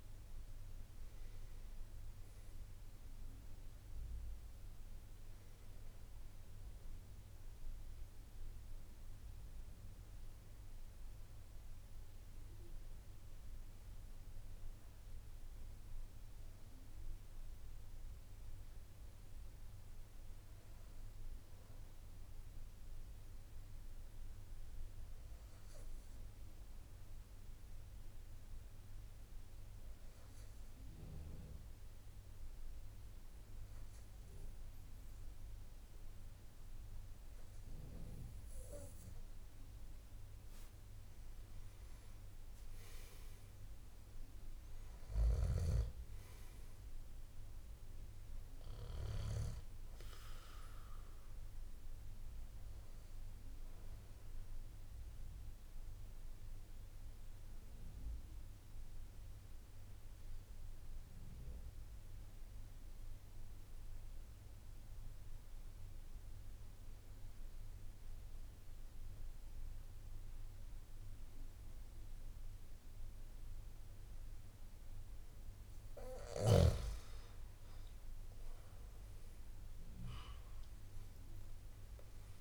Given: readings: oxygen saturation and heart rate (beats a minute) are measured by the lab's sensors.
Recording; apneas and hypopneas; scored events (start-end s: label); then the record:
breathing in sleep by a room microphone; 2
20.00-38.50 s: hypopnea (oxygen 97% before, 92% lowest, heart rate 56 before, 52 extreme, up 5 after)
57.50-74.50 s: obstructive apnea (oxygen 97% before, 91% lowest, heart rate 56 before, 52 extreme, up 10 after)
64.50-82.41 s: new sleep stage, N2 (light sleep)
From the record:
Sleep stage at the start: N1 (lightest sleep); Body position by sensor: on the back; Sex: male